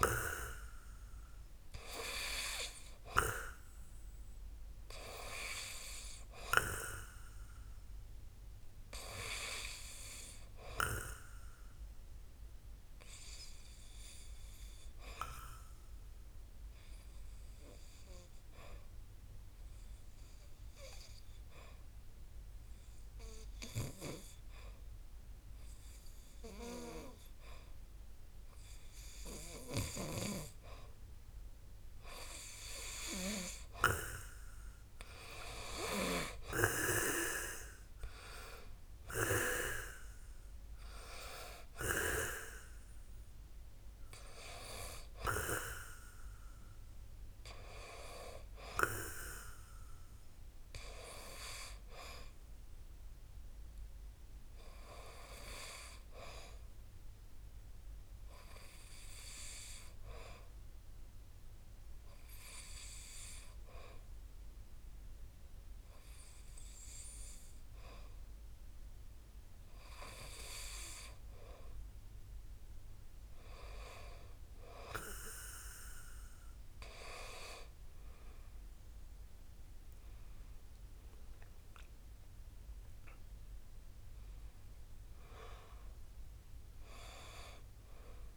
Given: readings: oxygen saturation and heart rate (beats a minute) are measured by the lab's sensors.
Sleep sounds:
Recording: breathing in sleep by a room microphone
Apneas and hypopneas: 2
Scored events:
0.00-3.00 s: arousal
3.00-26.00 s: oxygen desaturation (device-marked, oxygen 91% before, 87% lowest, heart rate 64 before, 53 extreme)
13.50-31.00 s: obstructive apnea (oxygen 91% before, 84% lowest, heart rate 63 before, 53 extreme, up 6 after)
34.00-38.00 s: arousal
35.50-42.00 s: snoring (device-marked)
37.00-64.00 s: oxygen desaturation (device-marked, oxygen 95% before, 84% lowest, heart rate 61 before, 53 extreme)
57.00-71.50 s: hypopnea (oxygen 95% before, 84% lowest, heart rate 60 before, 56 extreme, up 5 after)
73.50-78.00 s: arousal
From the record:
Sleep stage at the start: N2 (light sleep)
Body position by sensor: on the back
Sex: male

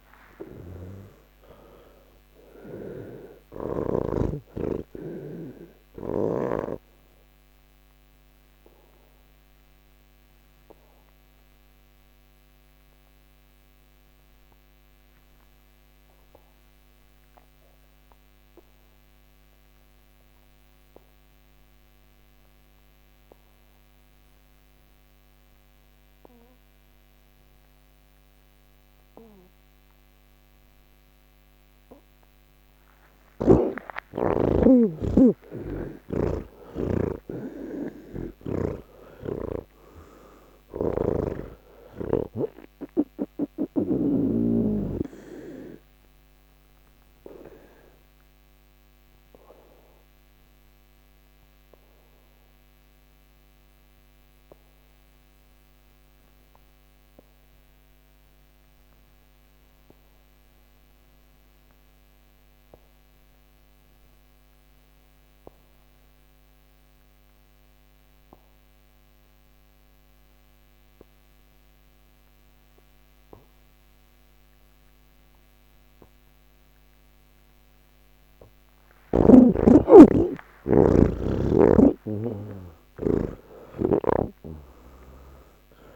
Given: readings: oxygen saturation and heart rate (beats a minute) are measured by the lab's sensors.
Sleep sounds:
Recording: breathing in sleep by a microphone on the trachea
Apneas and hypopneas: 2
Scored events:
0.00-4.00 s: snoring (device-marked)
0.00-10.50 s: oxygen desaturation (device-marked, oxygen 83% lowest, heart rate 30 extreme)
7.00-32.50 s: obstructive apnea (oxygen 99% before, 81% lowest)
12.50-23.50 s: oxygen desaturation (device-marked, oxygen 91% before, 82% lowest)
32.50-44.50 s: oxygen desaturation (device-marked, oxygen 99% before, 89% lowest, heart rate 79 before, 32 extreme)
41.00-44.50 s: snoring (device-marked)
44.00-77.00 s: obstructive apnea (oxygen 99% before, 79% lowest, heart rate 61 before, 41 extreme, up 0 after)
46.50-62.50 s: oxygen desaturation (device-marked, oxygen 92% before, 81% lowest, heart rate 65 before, 55 extreme)
68.50-84.50 s: oxygen desaturation (device-marked, oxygen 99% before, 86% lowest, heart rate 77 before, 52 extreme)
84.00-85.95 s: snoring (device-marked)
From the record:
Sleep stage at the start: N3 (deep sleep)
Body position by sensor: on the back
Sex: male

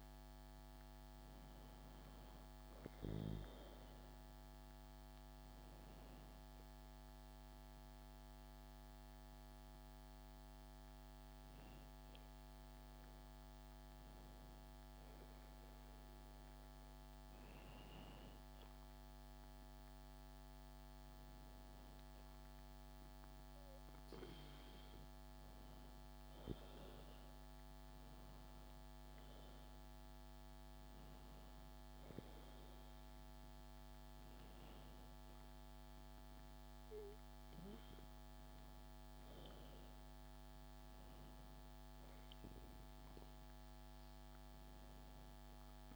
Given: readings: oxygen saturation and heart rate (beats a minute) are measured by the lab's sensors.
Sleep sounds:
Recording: breathing in sleep, hard to hear, by a microphone on the trachea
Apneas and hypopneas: 1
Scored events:
6.00-24.50 s: hypopnea (oxygen 95% before, 93% lowest, heart rate 73 before, 62 extreme, up 9 after)
26.00-30.00 s: arousal
From the record:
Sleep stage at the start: N2 (light sleep)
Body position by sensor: on the back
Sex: female

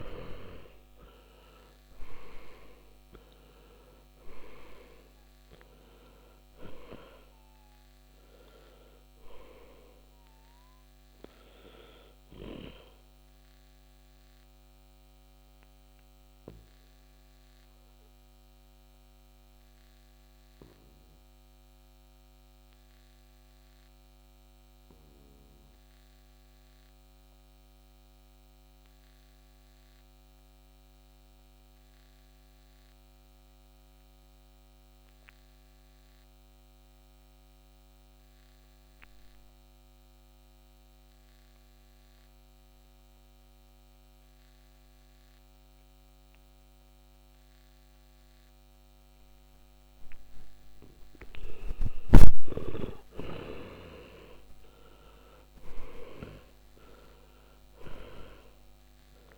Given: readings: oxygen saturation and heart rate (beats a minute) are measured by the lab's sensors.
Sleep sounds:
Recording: breathing in sleep by a microphone on the trachea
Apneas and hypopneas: 1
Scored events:
0.00-1.50 s: arousal
0.00-41.00 s: oxygen desaturation (device-marked, oxygen 75% lowest, heart rate 48 extreme)
14.00-49.50 s: obstructive apnea (oxygen 99% before, 74% lowest, heart rate 65 before, 46 extreme, up 19 after)
51.00-55.50 s: arousal
From the record:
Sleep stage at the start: N2 (light sleep)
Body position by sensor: on the back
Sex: male

